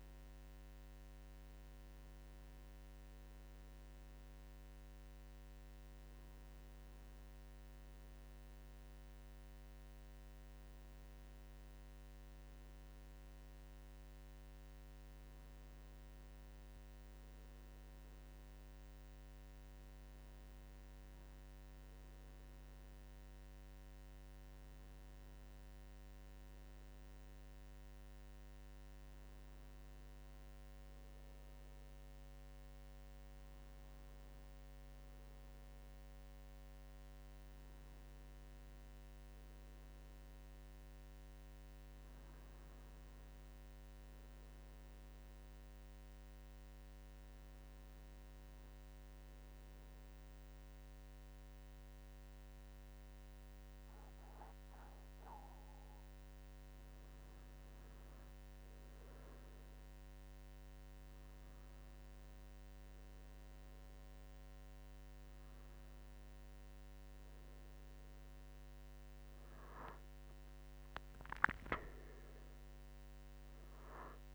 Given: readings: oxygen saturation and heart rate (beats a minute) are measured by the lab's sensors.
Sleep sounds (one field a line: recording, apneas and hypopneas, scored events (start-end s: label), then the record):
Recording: breathing in sleep, hard to hear, by a microphone on the trachea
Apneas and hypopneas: none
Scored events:
48.50-74.35 s: new sleep stage, N2 (light sleep)
70.50-74.35 s: arousal
From the record:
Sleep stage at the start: N1 (lightest sleep)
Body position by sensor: on the right side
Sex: male